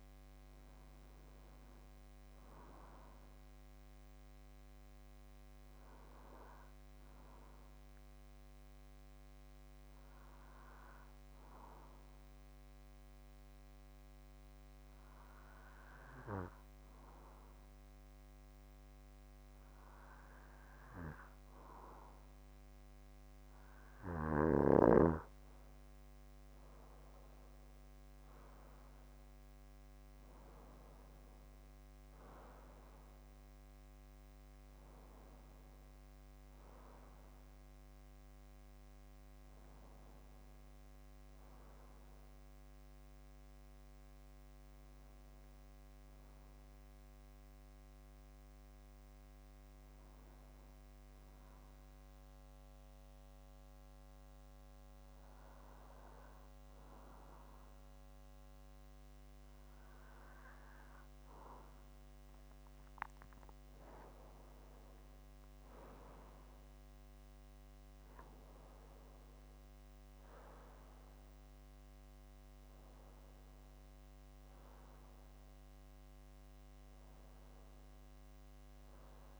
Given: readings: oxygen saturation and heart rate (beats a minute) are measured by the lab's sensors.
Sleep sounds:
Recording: breathing in sleep by a microphone on the trachea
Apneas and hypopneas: 2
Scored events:
0.00-1.50 s: arousal
6.50-22.00 s: hypopnea (oxygen 96% before, 92% lowest)
26.00-30.50 s: arousal
45.50-60.50 s: hypopnea (oxygen 95% before, 93% lowest, heart rate 33 before, 25 extreme, up 23 after)
63.00-66.00 s: arousal
From the record:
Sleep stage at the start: N2 (light sleep)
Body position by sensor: on the back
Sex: male

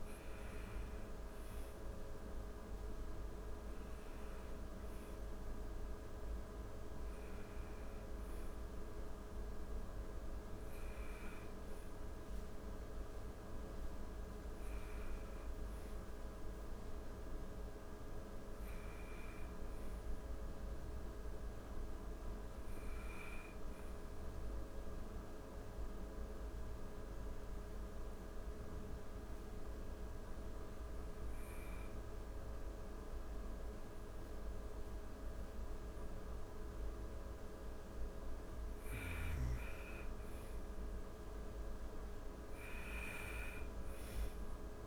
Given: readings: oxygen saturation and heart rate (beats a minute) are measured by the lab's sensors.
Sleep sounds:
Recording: breathing in sleep, hard to hear, by a room microphone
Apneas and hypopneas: 1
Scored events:
17.50-20.50 s: arousal
23.50-37.50 s: obstructive apnea (oxygen 98% before, 93% lowest)
39.00-44.00 s: arousal
41.00-44.87 s: oxygen desaturation (device-marked, oxygen 98% before, 93% lowest)
From the record:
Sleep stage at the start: N1 (lightest sleep)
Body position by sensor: on the back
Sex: female

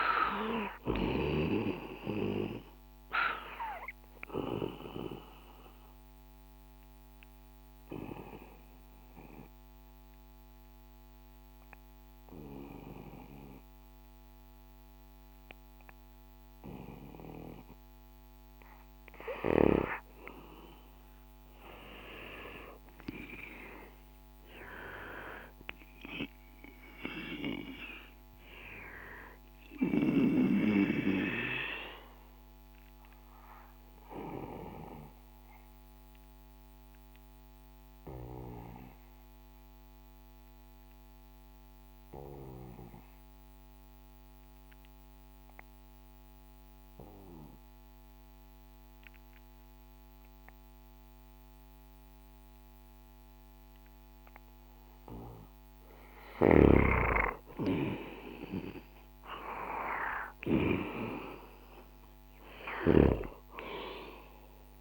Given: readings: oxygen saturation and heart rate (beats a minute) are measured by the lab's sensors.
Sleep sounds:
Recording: breathing in sleep by a microphone on the trachea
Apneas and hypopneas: 2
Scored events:
0.00-21.00 s: oxygen desaturation (device-marked, oxygen 91% lowest, heart rate 61 extreme)
7.50-19.50 s: obstructive apnea (oxygen 98% before, 90% lowest, heart rate 65 before, 61 extreme, up 10 after)
21.00-24.50 s: arousal
35.00-53.50 s: obstructive apnea (oxygen 97% before, 90% lowest, heart rate 68 before, 61 extreme, up 8 after)
57.00-62.00 s: arousal
57.00-64.81 s: oxygen desaturation (device-marked, oxygen 97% before, 90% lowest, heart rate 62 before, 62 extreme)
62.00-64.81 s: snoring (device-marked)
From the record:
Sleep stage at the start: N2 (light sleep)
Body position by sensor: on the back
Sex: male

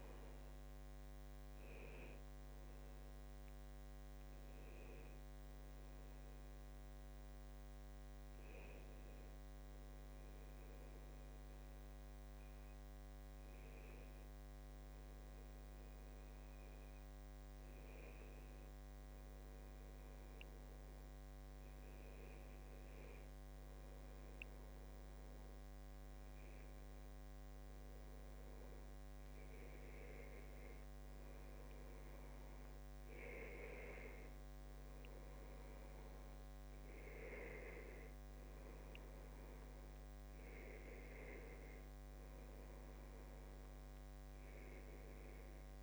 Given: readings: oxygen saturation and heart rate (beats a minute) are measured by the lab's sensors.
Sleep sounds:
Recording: breathing in sleep, hard to hear, by a microphone on the trachea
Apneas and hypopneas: none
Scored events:
none scored
From the record:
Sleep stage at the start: N2 (light sleep)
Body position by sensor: on the back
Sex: male

